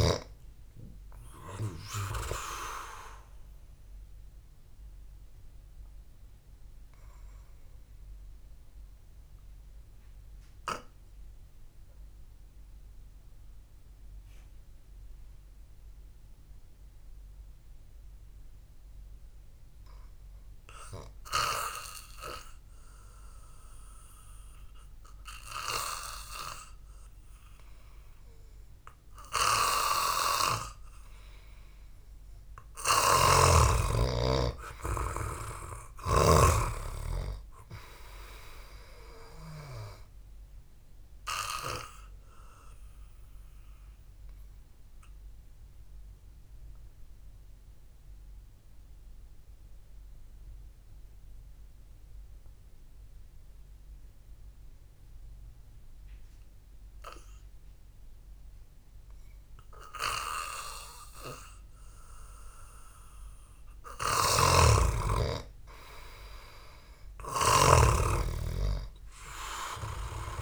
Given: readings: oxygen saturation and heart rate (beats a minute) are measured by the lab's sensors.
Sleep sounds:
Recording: breathing in sleep by a room microphone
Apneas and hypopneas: 2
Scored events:
0.00-3.00 s: oxygen desaturation (device-marked, oxygen 92% lowest, heart rate 55 extreme)
8.50-21.00 s: obstructive apnea (oxygen 97% before, 90% lowest, heart rate 59 before, 56 extreme, up 7 after)
17.00-27.00 s: oxygen desaturation (device-marked, oxygen 95% before, 92% lowest, heart rate 62 before, 55 extreme)
32.50-37.00 s: arousal
33.50-37.00 s: snoring (device-marked)
40.00-49.00 s: oxygen desaturation (device-marked, oxygen 97% before, 93% lowest, heart rate 65 before, 53 extreme)
44.50-63.00 s: obstructive apnea (oxygen 97% before, 90% lowest, heart rate 62 before, 53 extreme)
54.00-64.00 s: oxygen desaturation (device-marked, oxygen 94% before, 90% lowest, heart rate 58 before, 53 extreme)
64.50-70.42 s: snoring (device-marked)
66.00-70.42 s: arousal
From the record:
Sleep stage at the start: N2 (light sleep)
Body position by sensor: on the back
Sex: male

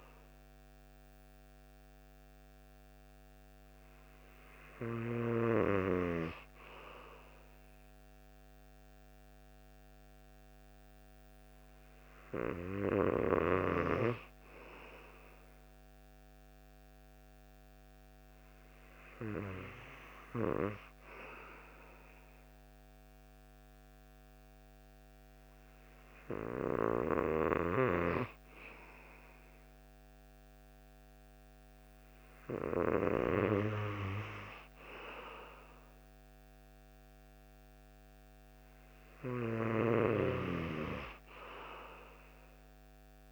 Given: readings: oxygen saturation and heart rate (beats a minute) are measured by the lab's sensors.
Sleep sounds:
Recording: breathing in sleep by a microphone on the trachea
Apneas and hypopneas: none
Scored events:
none scored
From the record:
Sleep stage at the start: N2 (light sleep)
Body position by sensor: on the right side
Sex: male

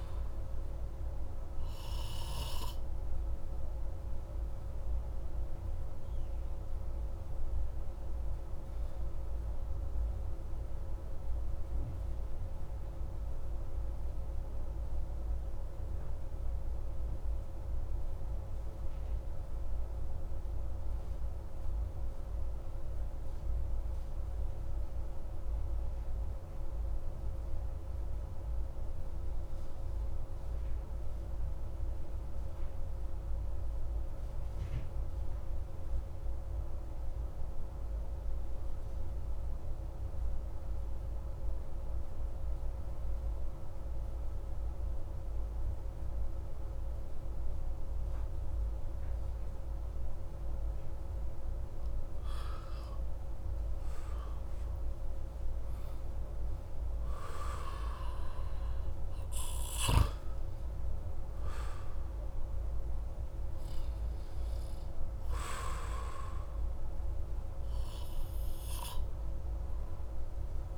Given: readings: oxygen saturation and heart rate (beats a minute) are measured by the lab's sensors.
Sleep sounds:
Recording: breathing in sleep, hard to hear, by a room microphone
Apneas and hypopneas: 1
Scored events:
3.50-48.50 s: obstructive apnea (oxygen 98% before, 92% lowest)
44.00-70.00 s: oxygen desaturation (device-marked, oxygen 98% before, 92% lowest)
50.50-53.50 s: arousal
From the record:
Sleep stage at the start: N2 (light sleep)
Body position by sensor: on the back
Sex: male

